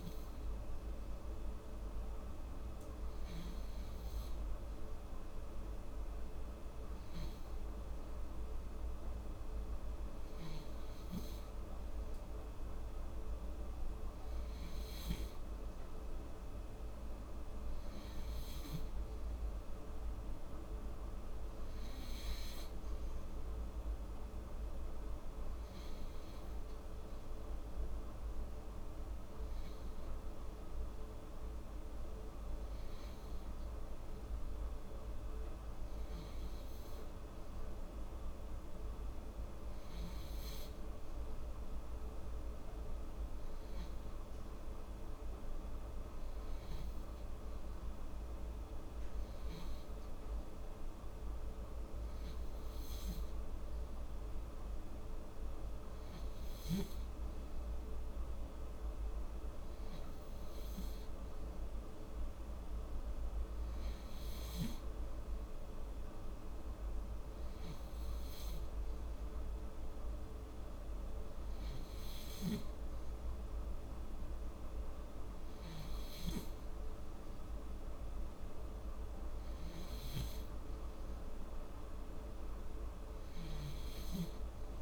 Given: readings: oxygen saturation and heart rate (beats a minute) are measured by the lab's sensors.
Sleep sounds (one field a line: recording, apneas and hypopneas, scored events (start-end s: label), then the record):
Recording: breathing in sleep, hard to hear, by a room microphone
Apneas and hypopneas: none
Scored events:
none scored
From the record:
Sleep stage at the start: N3 (deep sleep)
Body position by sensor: on the back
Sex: female